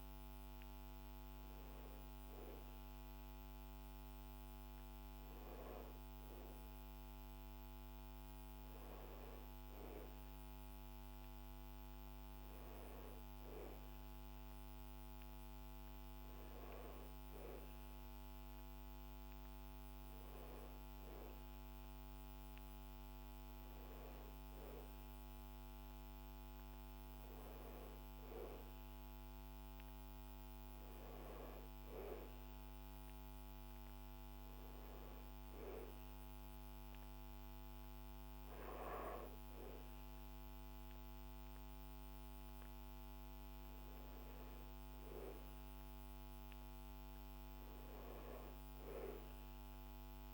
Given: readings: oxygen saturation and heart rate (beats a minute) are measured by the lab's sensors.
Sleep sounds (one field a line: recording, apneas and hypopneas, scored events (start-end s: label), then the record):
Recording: breathing in sleep, hard to hear, by a microphone on the trachea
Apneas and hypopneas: none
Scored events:
none scored
From the record:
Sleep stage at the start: N1 (lightest sleep)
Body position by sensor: on the back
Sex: male